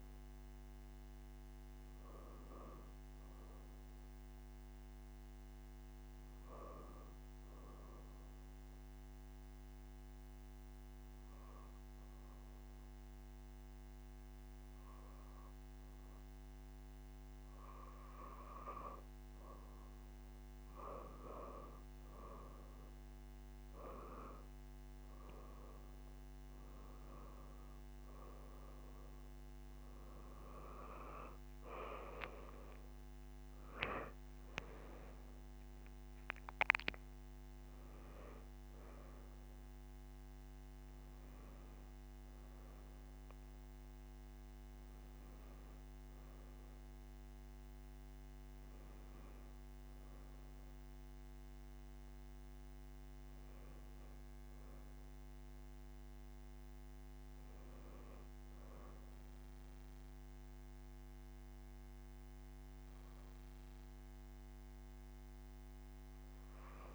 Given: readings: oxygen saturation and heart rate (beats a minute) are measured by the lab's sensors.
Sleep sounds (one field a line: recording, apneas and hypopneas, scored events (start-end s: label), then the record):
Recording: breathing in sleep by a microphone on the trachea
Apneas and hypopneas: 1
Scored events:
0.00-4.00 s: arousal
7.50-19.00 s: obstructive apnea (oxygen 95% before, 90% lowest)
22.00-26.50 s: arousal
25.50-36.50 s: oxygen desaturation (device-marked, oxygen 94% before, 90% lowest)
34.50-66.95 s: new sleep stage, N1 (lightest sleep)
56.50-59.50 s: tachycardia (device-marked)
From the record:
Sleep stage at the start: N2 (light sleep)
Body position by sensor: on the back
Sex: female